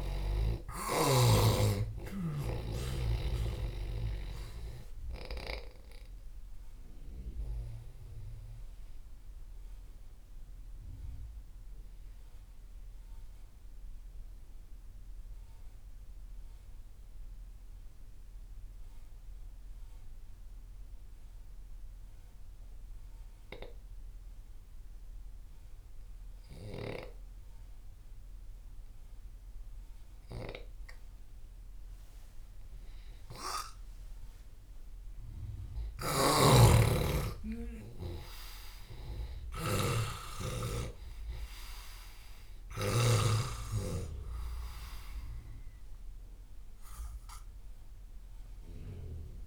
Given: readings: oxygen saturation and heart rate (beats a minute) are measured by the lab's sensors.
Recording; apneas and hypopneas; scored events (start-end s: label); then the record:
breathing in sleep by a room microphone; 1
0.00-1.00 s: snoring (device-marked)
0.00-20.00 s: oxygen desaturation (device-marked, oxygen 88% lowest)
9.50-34.00 s: mixed apnea (oxygen 98% before, 88% lowest)
33.00-49.47 s: oxygen desaturation (device-marked, oxygen 98% before, 88% lowest)
35.50-43.00 s: snoring (device-marked)
36.00-40.00 s: arousal
From the record:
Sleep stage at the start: N2 (light sleep); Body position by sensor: on the left side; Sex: male